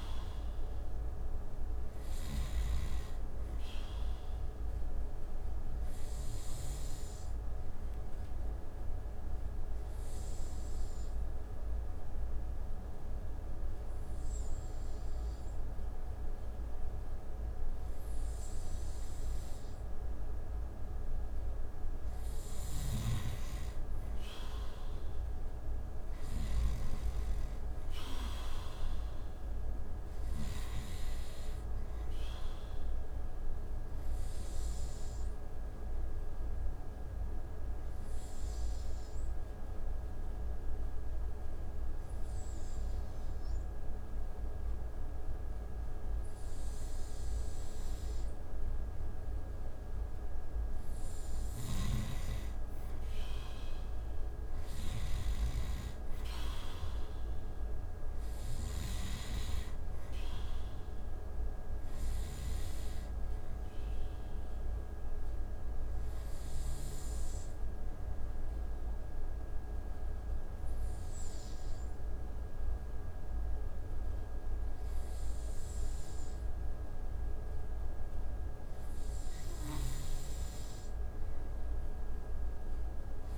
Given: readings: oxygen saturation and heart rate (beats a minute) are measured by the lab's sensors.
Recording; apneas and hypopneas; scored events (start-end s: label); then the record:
breathing in sleep, hard to hear, by a room microphone; 3
0.00-2.00 s: snoring (device-marked)
0.00-18.00 s: oxygen desaturation (device-marked, oxygen 89% lowest)
5.00-21.00 s: obstructive apnea (oxygen 95% before, 89% lowest)
22.00-26.00 s: snoring (device-marked)
23.00-26.50 s: arousal
31.00-49.50 s: obstructive apnea (oxygen 94% before, 89% lowest)
35.00-46.00 s: oxygen desaturation (device-marked, oxygen 94% before, 89% lowest)
50.50-62.00 s: snoring (device-marked)
51.00-55.50 s: arousal
57.00-75.00 s: oxygen desaturation (device-marked, oxygen 95% before, 90% lowest)
64.00-79.00 s: obstructive apnea (oxygen 95% before, 89% lowest)
80.50-83.38 s: arousal
From the record:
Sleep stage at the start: N2 (light sleep); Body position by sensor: on the right side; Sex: male